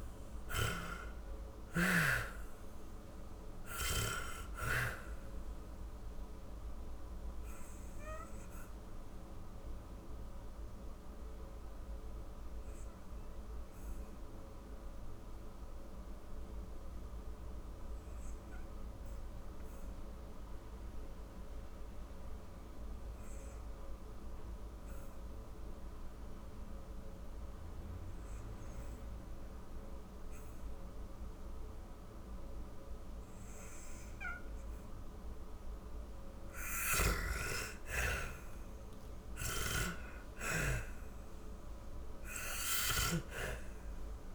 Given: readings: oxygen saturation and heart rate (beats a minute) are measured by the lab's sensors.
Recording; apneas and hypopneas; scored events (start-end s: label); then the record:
breathing in sleep by a room microphone; 1
0.00-1.00 s: arousal
0.00-3.00 s: snoring (device-marked)
0.00-28.00 s: oxygen desaturation (device-marked, oxygen 59% lowest, heart rate 44 extreme)
6.00-33.50 s: obstructive apnea (oxygen 93% before, 59% lowest, heart rate 65 before, 44 extreme, up 30 after)
35.00-40.50 s: arousal
36.00-44.35 s: oxygen desaturation (device-marked, oxygen 95% before, 74% lowest, heart rate 57 before, 39 extreme)
From the record:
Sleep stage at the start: REM sleep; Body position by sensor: on the back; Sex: female